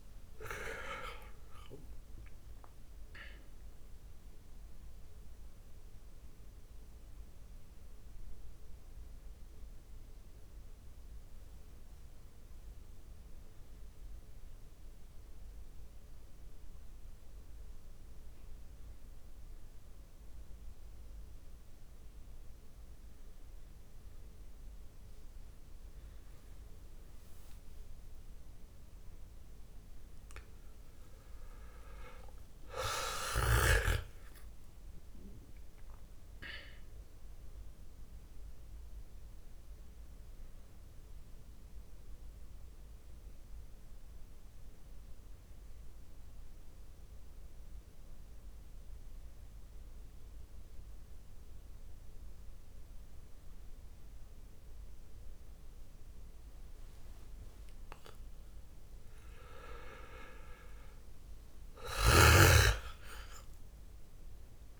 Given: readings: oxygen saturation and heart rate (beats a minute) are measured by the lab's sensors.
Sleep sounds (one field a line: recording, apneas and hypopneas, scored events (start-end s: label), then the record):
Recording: a person awake in a sleep study, by a room microphone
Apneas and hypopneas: none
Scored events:
0.00-3.00 s: arousal
From the record:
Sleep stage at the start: awake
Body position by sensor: on the back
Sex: male